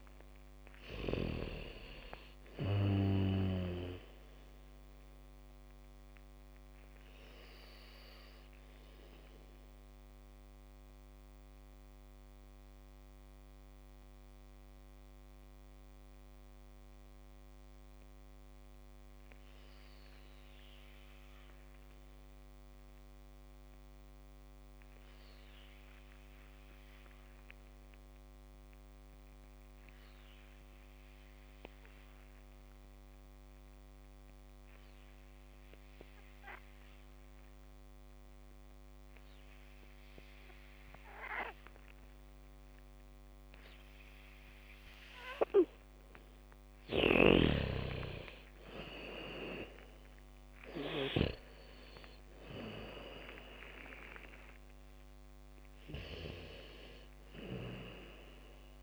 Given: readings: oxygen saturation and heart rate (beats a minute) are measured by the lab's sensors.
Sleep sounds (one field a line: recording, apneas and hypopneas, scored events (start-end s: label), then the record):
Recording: breathing in sleep by a microphone on the trachea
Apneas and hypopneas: 1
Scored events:
0.00-22.50 s: oxygen desaturation (device-marked, oxygen 82% lowest, heart rate 47 extreme)
8.00-46.00 s: mixed apnea (oxygen 98% before, 79% lowest, heart rate 61 before, 45 extreme, up 2 after)
36.50-58.83 s: oxygen desaturation (device-marked, oxygen 98% before, 79% lowest, heart rate 73 before, 40 extreme)
41.50-43.50 s: bradycardia (device-marked, heart rate 72 before, 61 extreme)
44.50-51.50 s: bradycardia (device-marked, heart rate 72 before, 45 extreme)
48.50-53.50 s: arousal
From the record:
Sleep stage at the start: N2 (light sleep)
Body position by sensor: on the back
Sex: female